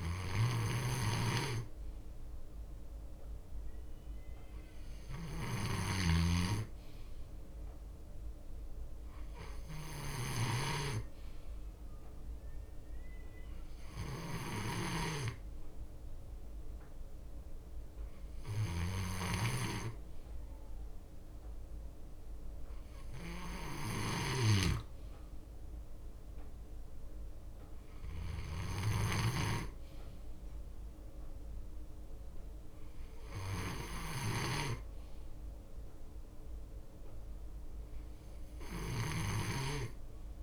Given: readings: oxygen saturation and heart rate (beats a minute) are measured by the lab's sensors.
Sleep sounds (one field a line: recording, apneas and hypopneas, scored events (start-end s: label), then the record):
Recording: breathing in sleep by a room microphone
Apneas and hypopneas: none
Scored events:
1.00-29.50 s: snoring (device-marked)
18.50-21.50 s: bradycardia (device-marked, heart rate 59 before, 59 extreme)
23.50-26.50 s: bradycardia (device-marked, heart rate 59 before, 59 extreme)
27.50-31.50 s: bradycardia (device-marked, heart rate 59 before, 59 extreme)
From the record:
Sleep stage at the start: N2 (light sleep)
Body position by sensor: on the left side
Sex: male